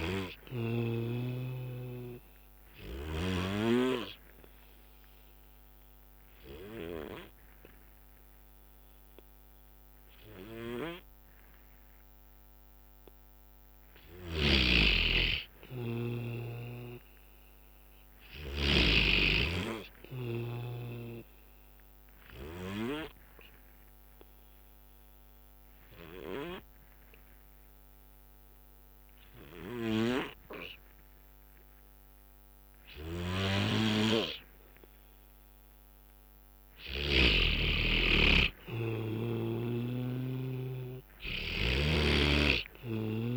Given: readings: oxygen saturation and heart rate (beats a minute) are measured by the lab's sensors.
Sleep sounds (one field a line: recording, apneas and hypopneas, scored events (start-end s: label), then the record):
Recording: breathing in sleep by a microphone on the trachea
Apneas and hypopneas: 2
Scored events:
0.00-3.50 s: snoring (device-marked)
0.50-12.50 s: oxygen desaturation (device-marked, oxygen 93% before, 89% lowest, heart rate 68 before, 66 extreme)
3.00-15.50 s: obstructive apnea (oxygen 97% before, 88% lowest, heart rate 69 before, 65 extreme, up 6 after)
14.50-19.00 s: snoring (device-marked)
17.00-19.50 s: arousal
20.50-31.50 s: oxygen desaturation (device-marked, oxygen 96% before, 91% lowest, heart rate 69 before, 64 extreme)
24.50-36.50 s: obstructive apnea (oxygen 96% before, 88% lowest, heart rate 69 before, 64 extreme, up 1 after)
30.00-37.50 s: snoring (device-marked)
39.00-43.00 s: arousal
39.50-43.37 s: oxygen desaturation (device-marked, oxygen 95% before, 88% lowest, heart rate 69 before, 58 extreme)
From the record:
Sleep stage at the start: N2 (light sleep)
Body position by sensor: on the back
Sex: male